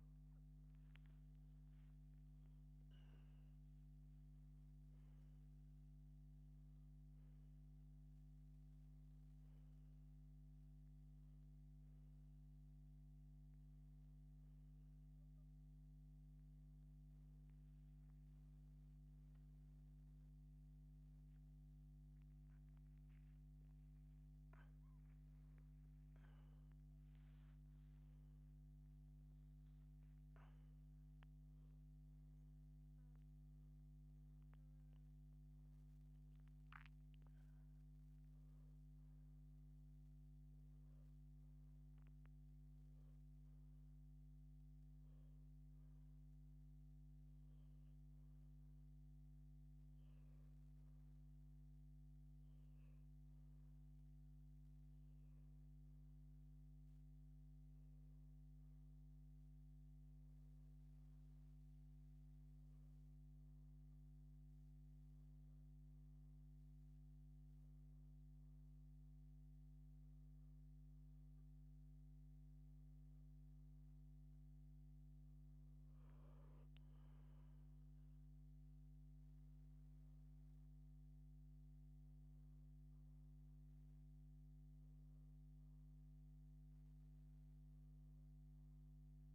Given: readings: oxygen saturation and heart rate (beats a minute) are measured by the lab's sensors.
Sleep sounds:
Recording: a person awake in a sleep study, hard to hear, by a microphone on the trachea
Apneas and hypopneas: none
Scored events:
49.00-89.35 s: new sleep stage, N1 (lightest sleep)
From the record:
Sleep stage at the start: awake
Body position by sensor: on the back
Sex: female

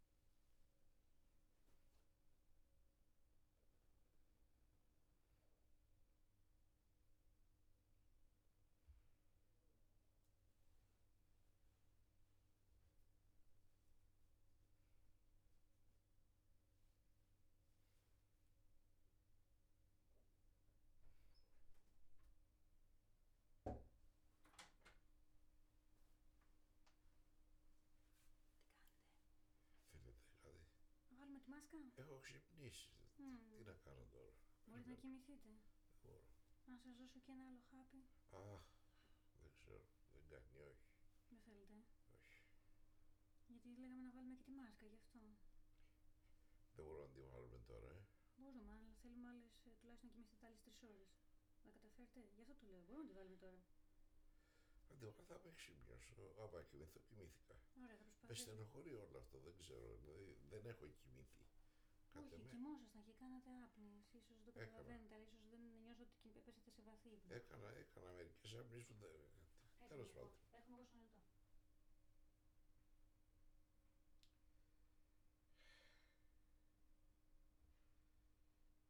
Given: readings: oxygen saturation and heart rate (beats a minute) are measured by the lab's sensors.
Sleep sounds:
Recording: a person awake in a sleep study, by a room microphone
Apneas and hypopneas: none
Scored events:
34.50-40.50 s: snoring (device-marked)
55.00-59.00 s: snoring (device-marked)
From the record:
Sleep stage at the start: awake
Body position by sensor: on the back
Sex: male

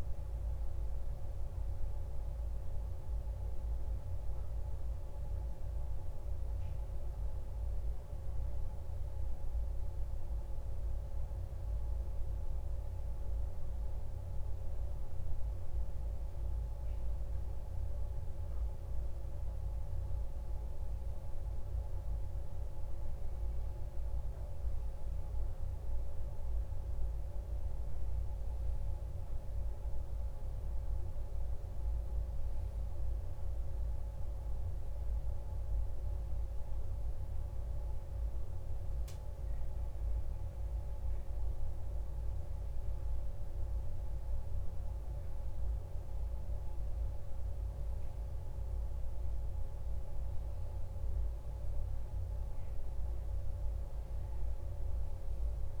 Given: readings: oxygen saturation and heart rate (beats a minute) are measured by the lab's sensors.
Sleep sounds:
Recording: breathing in sleep, hard to hear, by a room microphone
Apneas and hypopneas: none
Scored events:
none scored
From the record:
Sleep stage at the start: N2 (light sleep)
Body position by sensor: on the back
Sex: male

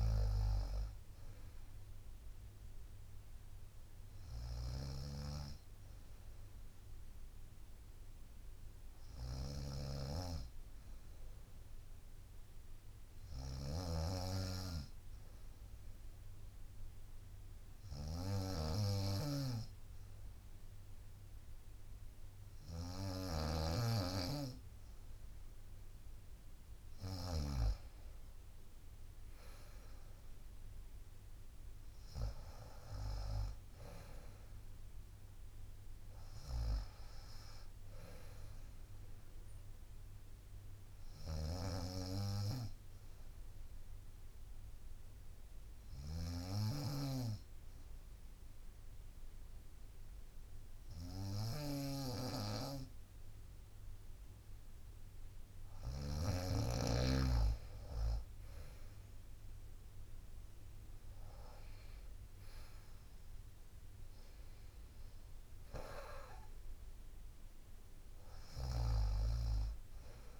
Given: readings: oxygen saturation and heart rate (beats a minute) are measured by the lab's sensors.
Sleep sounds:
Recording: breathing in sleep by a room microphone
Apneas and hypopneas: 2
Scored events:
0.00-27.50 s: snoring (device-marked)
10.00-23.50 s: hypopnea (oxygen 94% before, 92% lowest, heart rate 69 before, 65 extreme, up 11 after)
16.50-37.50 s: drop in pulse transit time (device-marked, heart rate 68 before, 66 extreme)
27.50-29.50 s: long interval between heartbeats (device-marked, heart rate 70 before, 77 extreme)
28.50-33.00 s: arousal
41.50-56.50 s: snoring (device-marked)
42.00-55.00 s: obstructive apnea (oxygen 95% before, 92% lowest, heart rate 70 before, 62 extreme, up 42 after)
56.50-70.40 s: drop in pulse transit time (device-marked, heart rate 66 before, 65 extreme)
59.00-64.00 s: arousal
62.00-64.00 s: long interval between heartbeats (device-marked, heart rate 73 before, 88 extreme)
68.50-70.40 s: snoring (device-marked)
From the record:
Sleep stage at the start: N2 (light sleep)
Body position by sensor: on the right side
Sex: female

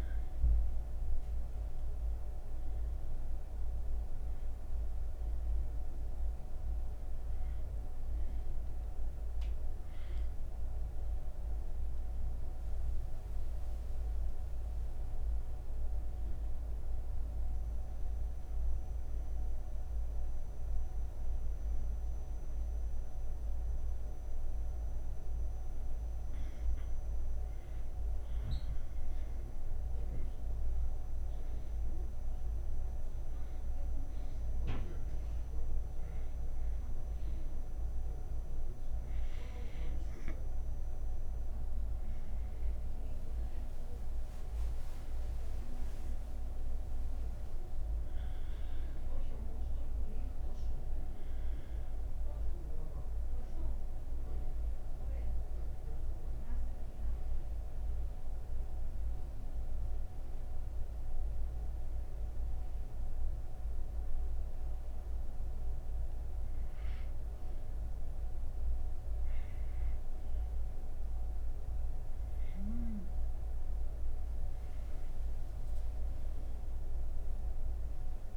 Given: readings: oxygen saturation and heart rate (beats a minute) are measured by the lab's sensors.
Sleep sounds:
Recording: breathing in sleep, hard to hear, by a room microphone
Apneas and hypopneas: none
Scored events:
16.00-78.37 s: new sleep stage, N1 (lightest sleep)
From the record:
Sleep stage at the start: N3 (deep sleep)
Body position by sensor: on the right side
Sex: female

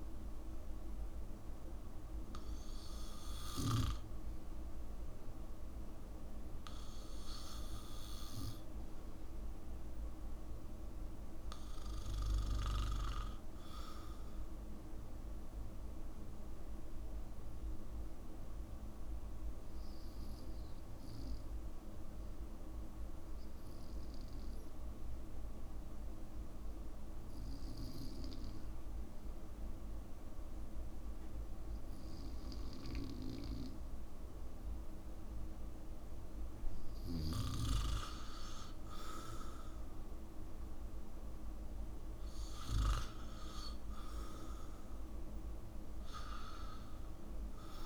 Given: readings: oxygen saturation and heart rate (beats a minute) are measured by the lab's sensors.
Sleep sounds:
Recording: breathing in sleep by a room microphone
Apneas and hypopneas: 1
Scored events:
17.00-37.50 s: obstructive apnea (oxygen 95% before, 85% lowest, heart rate 66 before, 63 extreme, up 11 after)
46.00-47.86 s: new sleep stage, awake
From the record:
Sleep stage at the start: N2 (light sleep)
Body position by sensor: on the back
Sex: male

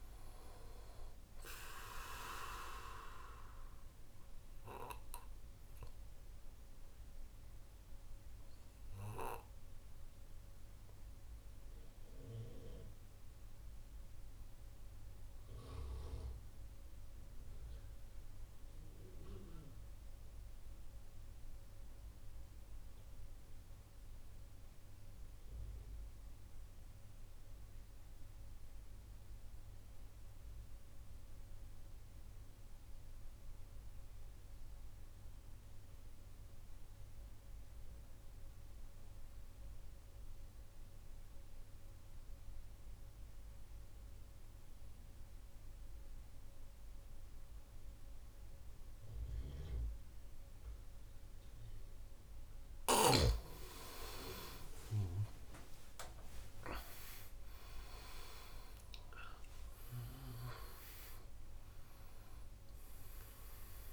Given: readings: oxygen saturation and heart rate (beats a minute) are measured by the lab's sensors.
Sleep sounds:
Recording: breathing in sleep by a room microphone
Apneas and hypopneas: 1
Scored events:
0.00-16.00 s: oxygen desaturation (device-marked, oxygen 90% lowest)
5.50-53.00 s: mixed apnea (oxygen 98% before, 86% lowest)
37.00-63.93 s: oxygen desaturation (device-marked, oxygen 98% before, 86% lowest, heart rate 75 before, 28 extreme)
54.00-58.50 s: arousal
From the record:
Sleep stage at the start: N2 (light sleep)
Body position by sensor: on the right side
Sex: male

